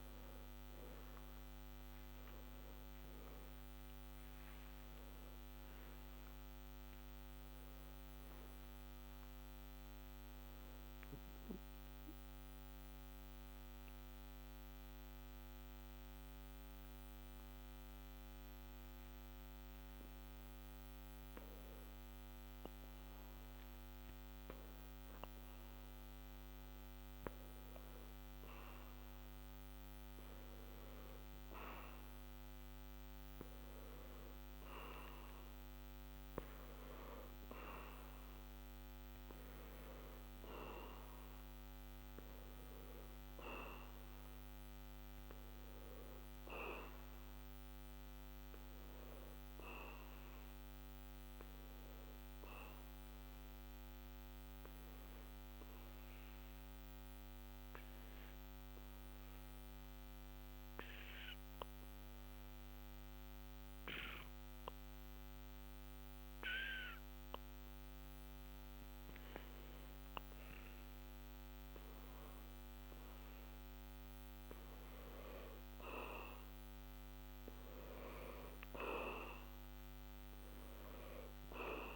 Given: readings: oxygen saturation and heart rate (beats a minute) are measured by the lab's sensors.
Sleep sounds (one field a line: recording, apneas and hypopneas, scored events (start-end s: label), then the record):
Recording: breathing in sleep by a microphone on the trachea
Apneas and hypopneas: 2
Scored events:
10.50-23.50 s: obstructive apnea (oxygen 91% before, 88% lowest, heart rate 60 before, 60 extreme, up 0 after)
26.00-30.50 s: arousal
43.50-57.50 s: oxygen desaturation (device-marked, oxygen 93% before, 90% lowest, heart rate 60 before, 60 extreme)
58.00-71.50 s: mixed apnea (oxygen 94% before, 88% lowest, heart rate 60 before, 60 extreme, up 2 after)
74.00-77.50 s: arousal
From the record:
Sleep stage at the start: N2 (light sleep)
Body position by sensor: on the back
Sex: male